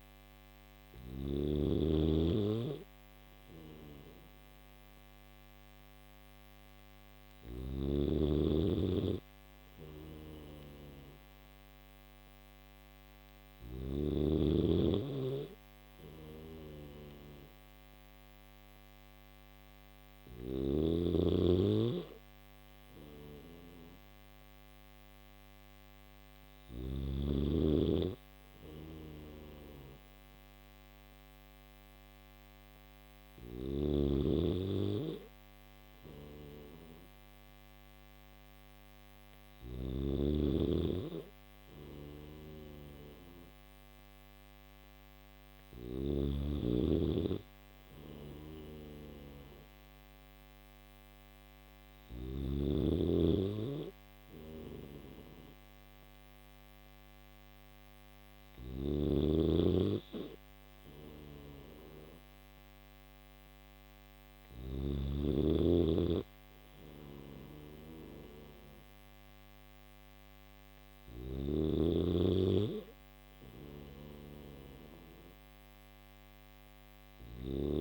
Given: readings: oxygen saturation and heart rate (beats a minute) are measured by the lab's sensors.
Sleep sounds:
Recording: breathing in sleep by a microphone on the trachea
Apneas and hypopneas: none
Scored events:
0.00-1.00 s: snoring (device-marked)
7.00-13.50 s: snoring (device-marked)
15.50-20.00 s: snoring (device-marked)
39.00-45.50 s: snoring (device-marked)
47.50-52.00 s: snoring (device-marked)
58.00-64.50 s: snoring (device-marked)
70.50-77.00 s: snoring (device-marked)
From the record:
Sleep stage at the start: N1 (lightest sleep)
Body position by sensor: on the back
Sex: male

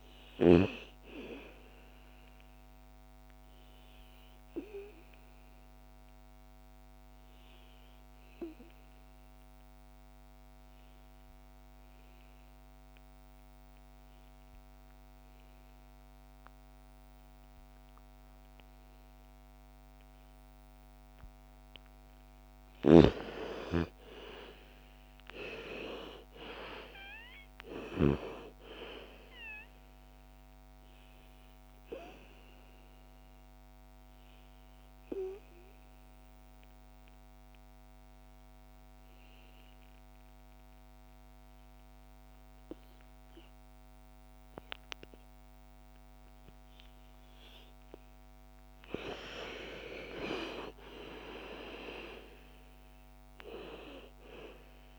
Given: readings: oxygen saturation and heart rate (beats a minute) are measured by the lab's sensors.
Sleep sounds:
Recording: breathing in sleep by a microphone on the trachea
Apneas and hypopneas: 2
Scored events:
1.00-13.00 s: oxygen desaturation (device-marked, oxygen 99% before, 92% lowest, heart rate 57 before, 55 extreme)
2.00-20.50 s: obstructive apnea (oxygen 99% before, 85% lowest, heart rate 58 before, 55 extreme, up 15 after)
22.50-27.00 s: arousal
24.00-44.00 s: oxygen desaturation (device-marked, oxygen 97% before, 85% lowest, heart rate 58 before, 55 extreme)
31.00-46.50 s: obstructive apnea (oxygen 97% before, 78% lowest, heart rate 59 before, 55 extreme, up 10 after)
48.00-52.00 s: arousal
52.00-54.98 s: oxygen desaturation (device-marked, oxygen 99% before, 90% lowest, heart rate 60 before, 55 extreme)
From the record:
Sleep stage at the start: N2 (light sleep)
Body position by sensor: on the back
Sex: female

